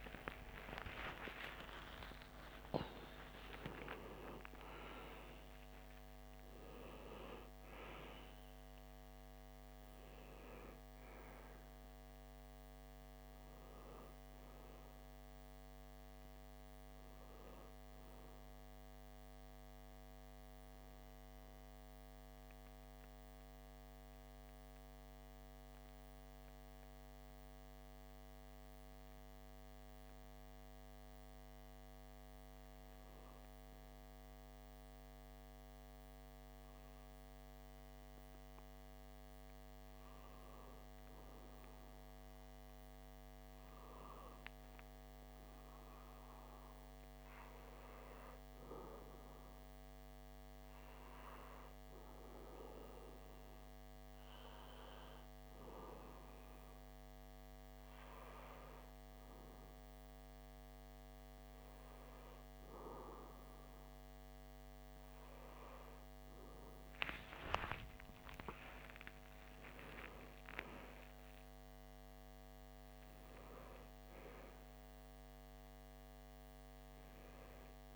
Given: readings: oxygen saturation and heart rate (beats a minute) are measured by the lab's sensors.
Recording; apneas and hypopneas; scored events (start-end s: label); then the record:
breathing in sleep by a microphone on the trachea; 1
0.00-3.50 s: arousal
0.00-4.50 s: oxygen desaturation (device-marked, oxygen 94% lowest)
7.50-77.96 s: new sleep stage, REM sleep
21.50-39.50 s: obstructive apnea (oxygen 97% before, 94% lowest)
41.50-46.00 s: arousal
64.50-77.96 s: oxygen desaturation (device-marked, oxygen 97% before, 94% lowest)
66.00-69.50 s: arousal
From the record:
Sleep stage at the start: N2 (light sleep); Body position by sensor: on the back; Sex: male